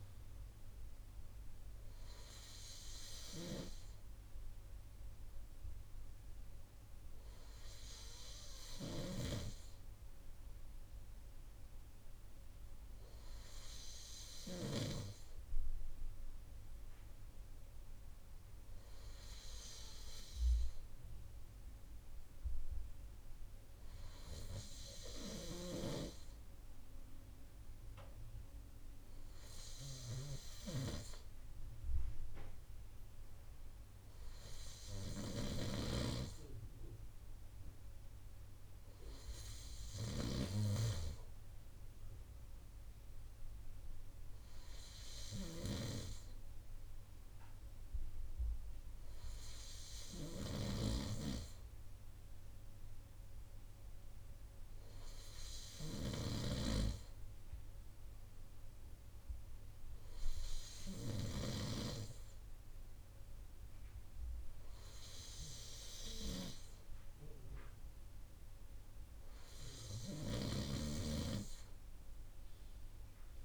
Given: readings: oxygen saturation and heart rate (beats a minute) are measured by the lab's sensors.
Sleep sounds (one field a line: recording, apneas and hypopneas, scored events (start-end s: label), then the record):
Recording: breathing in sleep by a room microphone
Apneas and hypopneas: none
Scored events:
67.50-73.45 s: new sleep stage, N3 (deep sleep)
From the record:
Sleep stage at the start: N2 (light sleep)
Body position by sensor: on the right side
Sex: male